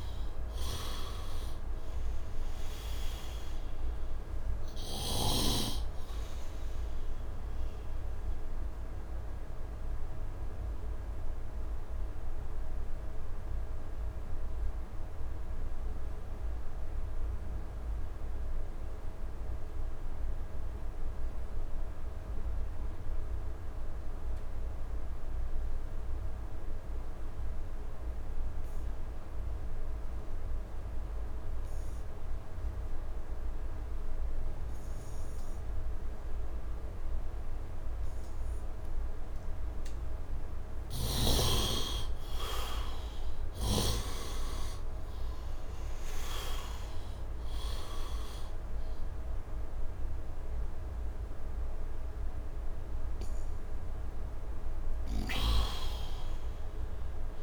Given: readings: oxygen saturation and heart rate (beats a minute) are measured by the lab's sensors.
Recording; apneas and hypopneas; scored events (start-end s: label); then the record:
breathing in sleep by a room microphone; 1
0.00-5.00 s: snoring (device-marked)
0.00-24.50 s: oxygen desaturation (device-marked, oxygen 63% lowest, heart rate 67 extreme)
8.00-38.50 s: obstructive apnea (oxygen 98% before, 63% lowest, heart rate 77 before, 69 extreme, up 5 after)
29.50-57.43 s: oxygen desaturation (device-marked, oxygen 99% before, 64% lowest, heart rate 71 before, 66 extreme)
42.00-46.00 s: arousal
From the record:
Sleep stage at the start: N2 (light sleep); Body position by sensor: on the right side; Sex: male